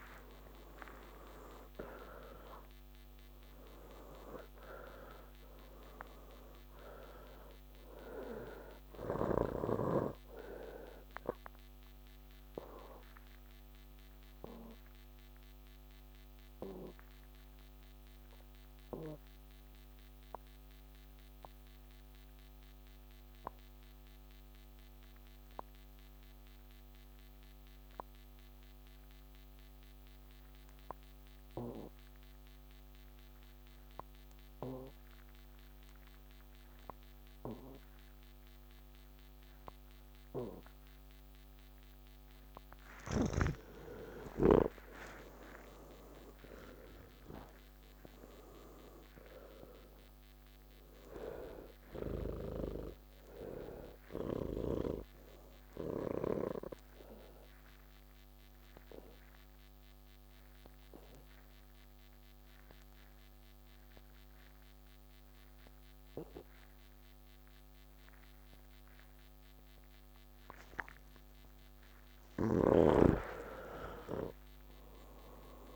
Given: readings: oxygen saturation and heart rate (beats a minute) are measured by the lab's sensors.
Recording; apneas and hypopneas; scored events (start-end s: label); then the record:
breathing in sleep by a microphone on the trachea; 2
0.00-26.00 s: oxygen desaturation (device-marked, oxygen 79% lowest)
14.00-42.50 s: obstructive apnea (oxygen 97% before, 80% lowest)
36.00-70.00 s: oxygen desaturation (device-marked, oxygen 99% before, 80% lowest)
56.50-71.00 s: obstructive apnea (oxygen 99% before, 80% lowest, heart rate 104 before, 116 extreme, up 39 after)
From the record:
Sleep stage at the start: N2 (light sleep); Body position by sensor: on the back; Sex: male